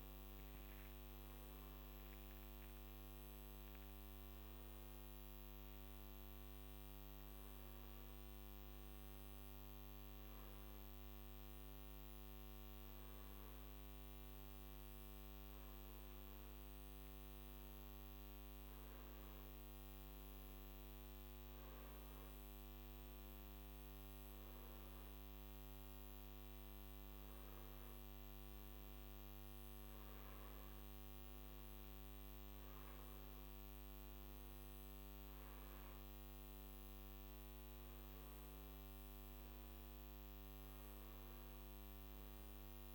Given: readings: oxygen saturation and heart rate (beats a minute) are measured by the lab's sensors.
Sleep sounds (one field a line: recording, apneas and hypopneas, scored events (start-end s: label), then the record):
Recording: breathing in sleep, hard to hear, by a microphone on the trachea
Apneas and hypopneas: none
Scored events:
none scored
From the record:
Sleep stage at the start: N1 (lightest sleep)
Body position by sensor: on the back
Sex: male